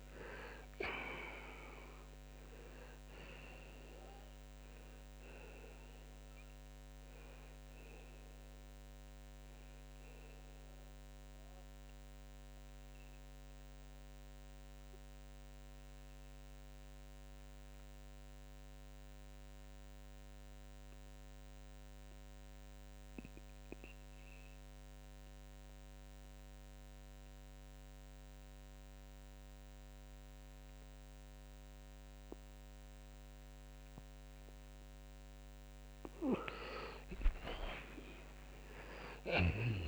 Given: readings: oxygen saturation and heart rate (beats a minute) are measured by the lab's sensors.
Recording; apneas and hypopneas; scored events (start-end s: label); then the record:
breathing in sleep by a microphone on the trachea; 1
0.00-13.00 s: oxygen desaturation (device-marked, oxygen 92% lowest, heart rate 65 extreme)
15.00-35.50 s: mixed apnea (oxygen 95% before, 82% lowest, heart rate 104 before, 60 extreme)
18.00-39.88 s: oxygen desaturation (device-marked, oxygen 93% before, 82% lowest, heart rate 91 before, 59 extreme)
38.00-39.88 s: arousal
From the record:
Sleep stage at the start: N2 (light sleep); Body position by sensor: on the back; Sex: male